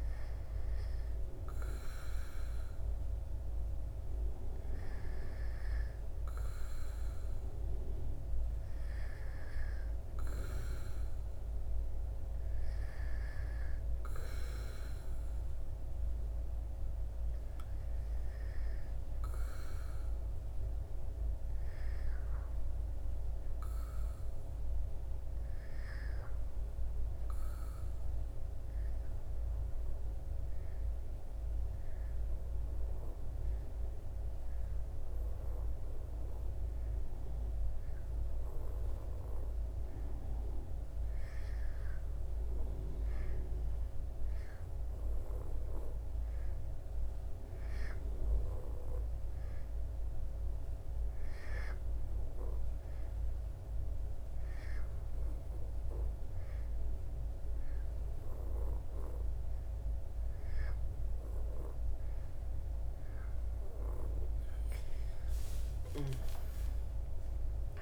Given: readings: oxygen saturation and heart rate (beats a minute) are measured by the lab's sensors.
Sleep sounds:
breathing in sleep, hard to hear, by a room microphone; 1
18.50-59.50 s: hypopnea (oxygen 96% before, 87% lowest, heart rate 77 before, 63 extreme, up 6 after)
42.50-59.50 s: oxygen desaturation (device-marked, oxygen 95% before, 87% lowest, heart rate 75 before, 63 extreme)
64.00-67.82 s: arousal
From the record:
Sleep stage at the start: REM sleep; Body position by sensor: on the back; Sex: male

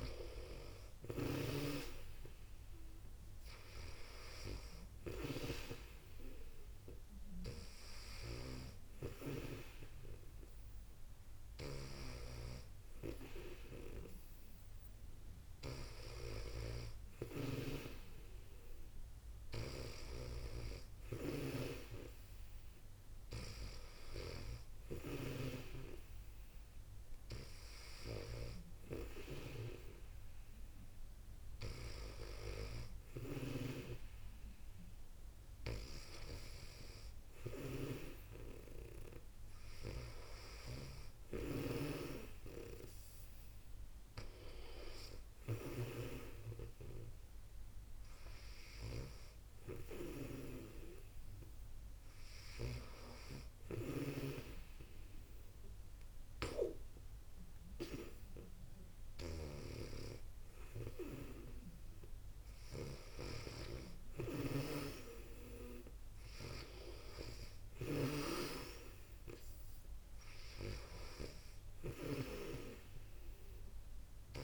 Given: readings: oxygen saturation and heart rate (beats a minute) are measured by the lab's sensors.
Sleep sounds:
breathing in sleep by a room microphone; none
0.00-1.00 s: snoring (device-marked)
8.00-45.50 s: snoring (device-marked)
52.00-56.50 s: snoring (device-marked)
58.50-72.00 s: snoring (device-marked)
From the record:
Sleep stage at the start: N2 (light sleep); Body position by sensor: on the back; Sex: female

